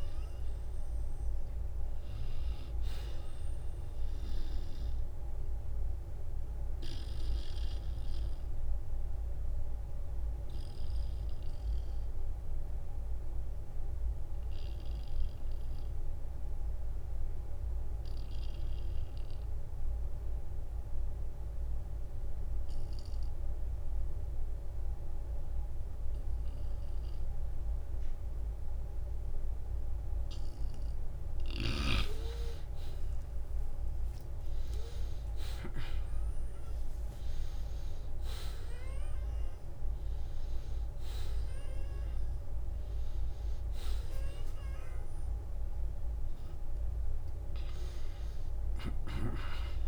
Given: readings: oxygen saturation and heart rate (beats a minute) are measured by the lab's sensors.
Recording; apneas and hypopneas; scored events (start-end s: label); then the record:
breathing in sleep by a room microphone; 1
2.00-4.00 s: long interval between heartbeats (device-marked, heart rate 62 before, 65 extreme)
5.00-30.00 s: obstructive apnea (oxygen 95% before, 84% lowest, heart rate 64 before, 38 extreme, up 23 after)
10.50-28.50 s: oxygen desaturation (device-marked, oxygen 93% before, 84% lowest, heart rate 65 before, 38 extreme)
32.50-37.50 s: arousal
From the record:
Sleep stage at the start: N2 (light sleep); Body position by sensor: on the back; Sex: male